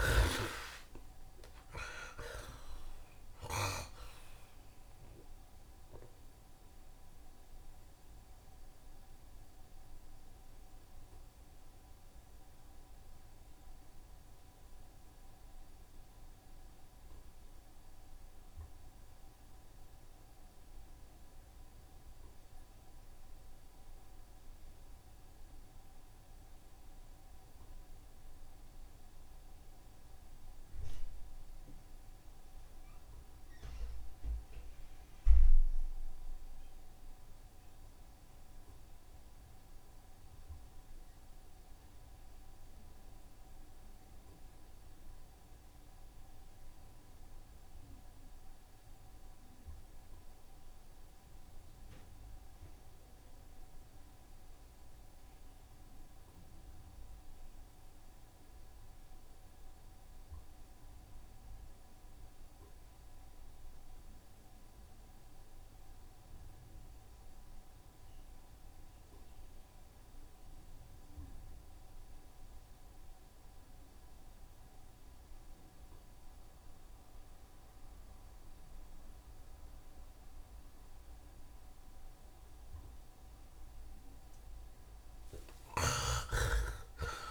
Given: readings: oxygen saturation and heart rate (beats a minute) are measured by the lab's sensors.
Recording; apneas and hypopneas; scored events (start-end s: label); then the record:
breathing in sleep by a room microphone; 1
0.00-1.00 s: arousal
0.00-3.00 s: tachycardia (device-marked, heart rate 116 extreme)
0.00-25.00 s: oxygen desaturation (device-marked, oxygen 52% lowest, heart rate 75 extreme)
1.00-3.00 s: long interval between heartbeats (device-marked, heart rate 82 before, 110 extreme)
4.50-83.00 s: mixed apnea (oxygen 82% before, 43% lowest, heart rate 86 before, 72 extreme, up 11 after)
9.00-11.00 s: long interval between heartbeats (device-marked, heart rate 91 before, 92 extreme)
27.00-87.31 s: oxygen desaturation (device-marked, oxygen 80% before, 48% lowest, heart rate 82 before, 72 extreme)
84.50-86.50 s: long interval between heartbeats (device-marked, heart rate 79 before, 90 extreme)
85.50-87.31 s: arousal
From the record:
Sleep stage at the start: N2 (light sleep); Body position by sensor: on the right side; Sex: male